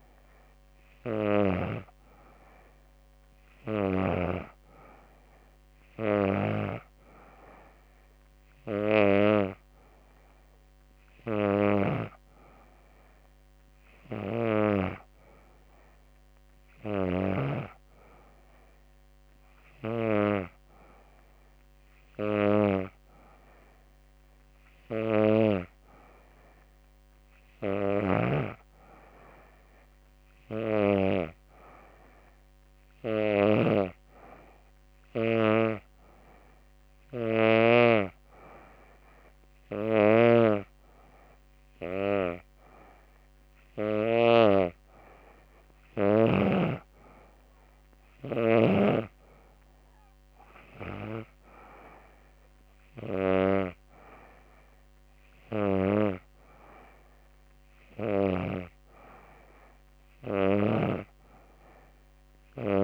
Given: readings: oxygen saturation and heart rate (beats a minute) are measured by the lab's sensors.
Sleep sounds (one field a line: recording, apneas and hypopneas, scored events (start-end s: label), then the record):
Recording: breathing in sleep by a microphone on the trachea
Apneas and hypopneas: none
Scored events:
39.00-45.50 s: snoring (device-marked)
From the record:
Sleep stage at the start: N2 (light sleep)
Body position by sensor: on the back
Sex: female